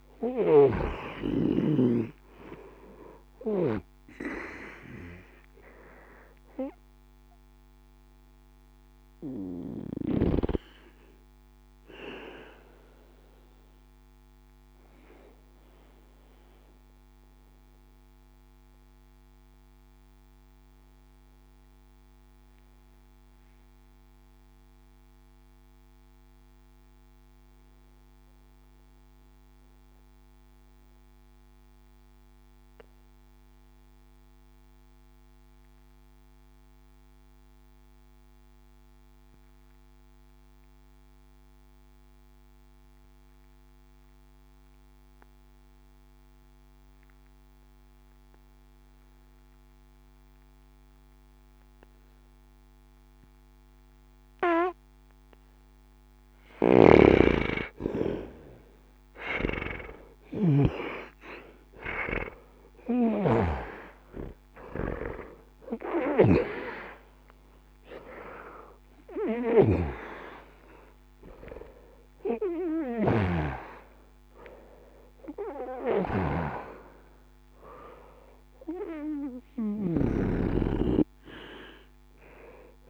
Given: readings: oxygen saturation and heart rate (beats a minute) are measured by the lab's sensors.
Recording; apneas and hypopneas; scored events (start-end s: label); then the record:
breathing in sleep by a microphone on the trachea; 1
0.00-31.50 s: oxygen desaturation (device-marked, oxygen 80% lowest, heart rate 50 extreme)
12.00-56.00 s: obstructive apnea (oxygen 96% before, 80% lowest, heart rate 124 before, 50 extreme, up 54 after)
13.50-17.50 s: bradycardia (device-marked, heart rate 77 before, 56 extreme)
24.50-27.50 s: bradycardia (device-marked, heart rate 77 before, 80 extreme)
52.50-82.90 s: oxygen desaturation (device-marked, oxygen 98% before, 80% lowest, heart rate 61 before, 52 extreme)
56.00-80.00 s: snoring (device-marked)
59.50-65.00 s: arousal
73.50-76.50 s: bradycardia (device-marked, heart rate 77 before, 63 extreme)
From the record:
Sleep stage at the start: N2 (light sleep); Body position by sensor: on the back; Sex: male